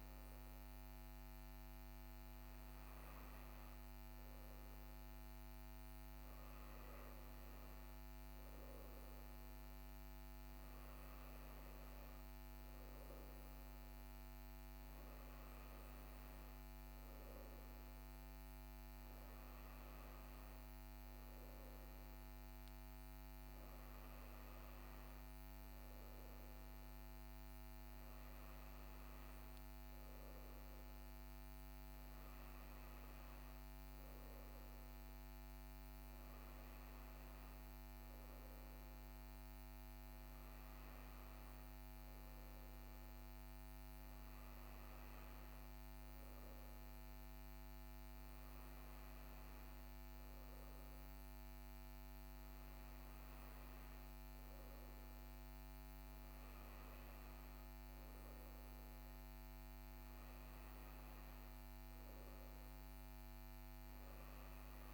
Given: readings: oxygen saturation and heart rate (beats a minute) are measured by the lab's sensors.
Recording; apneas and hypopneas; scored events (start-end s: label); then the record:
breathing in sleep, hard to hear, by a microphone on the trachea; none
none scored
From the record:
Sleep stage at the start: N2 (light sleep); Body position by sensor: on the right side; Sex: male